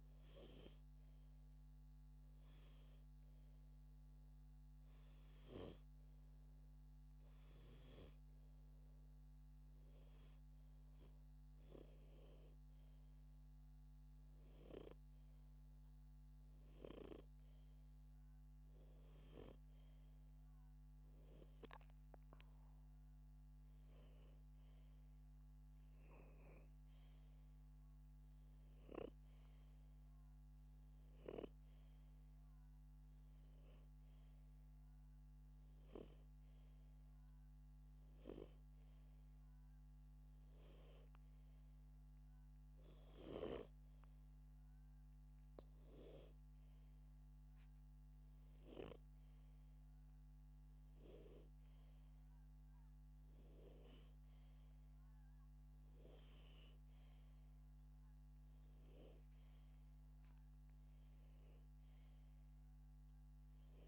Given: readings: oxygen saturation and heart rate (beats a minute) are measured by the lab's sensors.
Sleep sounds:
breathing in sleep by a microphone on the trachea; none
none scored
From the record:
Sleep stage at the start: N2 (light sleep); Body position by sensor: upright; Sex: male

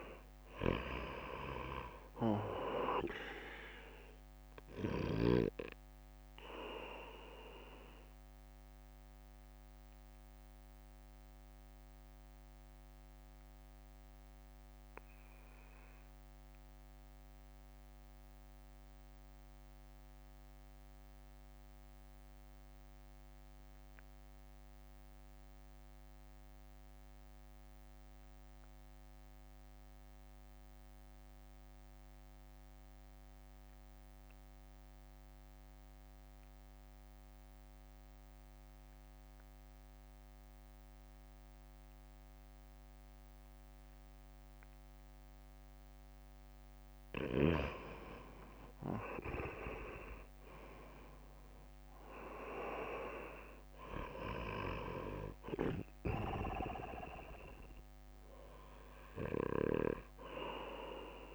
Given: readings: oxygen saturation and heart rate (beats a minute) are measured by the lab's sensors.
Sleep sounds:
breathing in sleep by a microphone on the trachea; 1
0.00-37.50 s: oxygen desaturation (device-marked, oxygen 83% lowest, heart rate 55 extreme)
0.50-12.50 s: drop in pulse transit time (device-marked, heart rate 61 before, 55 extreme)
8.00-46.00 s: mixed apnea (oxygen 99% before, 83% lowest, heart rate 61 before, 56 extreme, up 9 after)
39.50-61.35 s: oxygen desaturation (device-marked, oxygen 97% before, 87% lowest, heart rate 62 before, 60 extreme)
48.00-52.50 s: arousal
48.50-61.35 s: drop in pulse transit time (device-marked, heart rate 59 before, 60 extreme)
From the record:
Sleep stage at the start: REM sleep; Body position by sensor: on the right side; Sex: male

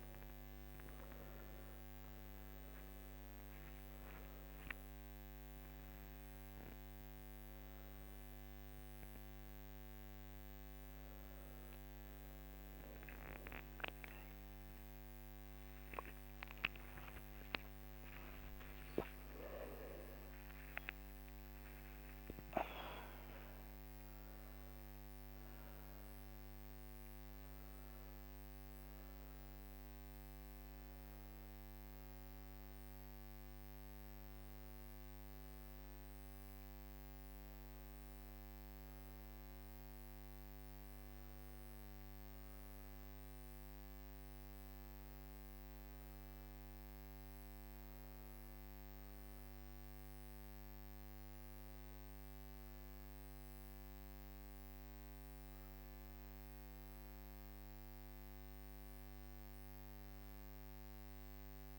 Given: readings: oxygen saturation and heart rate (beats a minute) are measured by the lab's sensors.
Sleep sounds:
breathing in sleep, hard to hear, by a microphone on the trachea; none
none scored
From the record:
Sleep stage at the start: N1 (lightest sleep); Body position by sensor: on the back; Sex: male

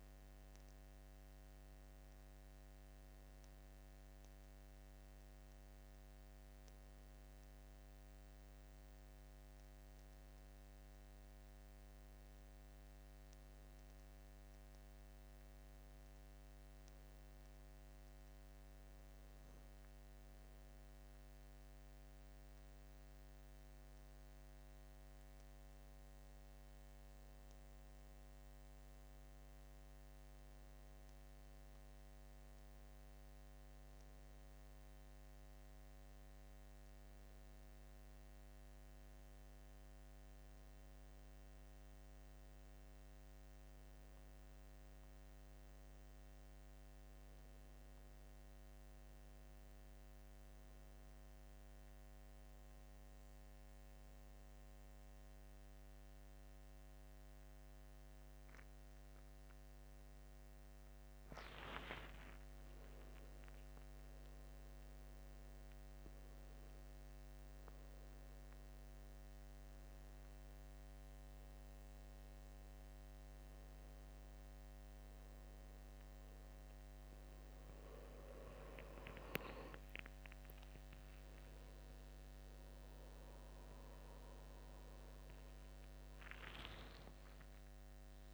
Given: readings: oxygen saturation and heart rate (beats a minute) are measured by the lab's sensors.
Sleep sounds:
breathing in sleep, hard to hear, by a microphone on the trachea; none
59.50-63.50 s: arousal
81.50-88.34 s: bradycardia (device-marked, heart rate 80 before, 38 extreme)
From the record:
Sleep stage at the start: N1 (lightest sleep); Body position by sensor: on the back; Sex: male

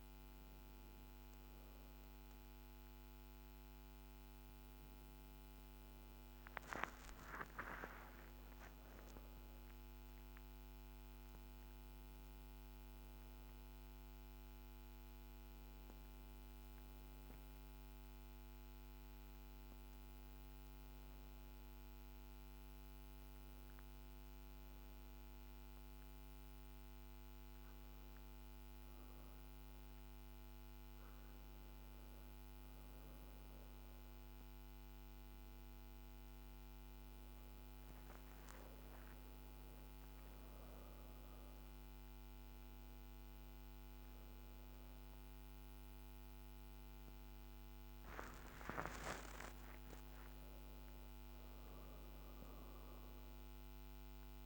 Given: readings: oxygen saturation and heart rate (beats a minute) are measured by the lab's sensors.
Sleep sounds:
breathing in sleep, hard to hear, by a microphone on the trachea; 1
22.50-33.50 s: hypopnea (oxygen 96% before, 91% lowest, heart rate 55 before, 54 extreme, up 22 after)
36.00-54.46 s: oxygen desaturation (device-marked, oxygen 95% before, 91% lowest, heart rate 55 before, 53 extreme)
36.50-41.00 s: arousal
From the record:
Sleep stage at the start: N1 (lightest sleep); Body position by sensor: on the back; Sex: female

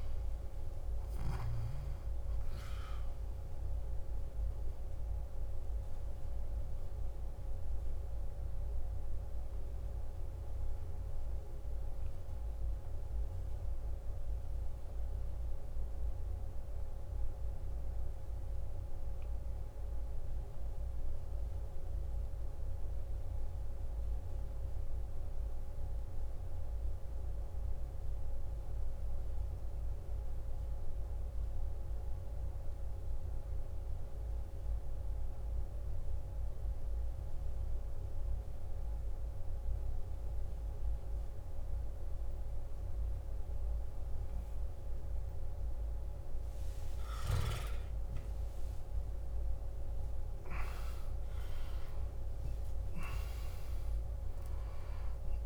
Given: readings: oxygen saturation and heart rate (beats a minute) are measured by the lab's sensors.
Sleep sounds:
breathing in sleep, hard to hear, by a room microphone; 1
0.00-16.00 s: oxygen desaturation (device-marked, oxygen 90% lowest, heart rate 48 extreme)
5.50-46.00 s: obstructive apnea (oxygen 95% before, 89% lowest, heart rate 64 before, 48 extreme, up 16 after)
35.00-55.45 s: oxygen desaturation (device-marked, oxygen 97% before, 90% lowest, heart rate 50 before, 52 extreme)
46.50-48.50 s: long interval between heartbeats (device-marked, heart rate 53 before, 58 extreme)
47.00-51.50 s: arousal
From the record:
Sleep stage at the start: N2 (light sleep); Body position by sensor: on the left side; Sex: male

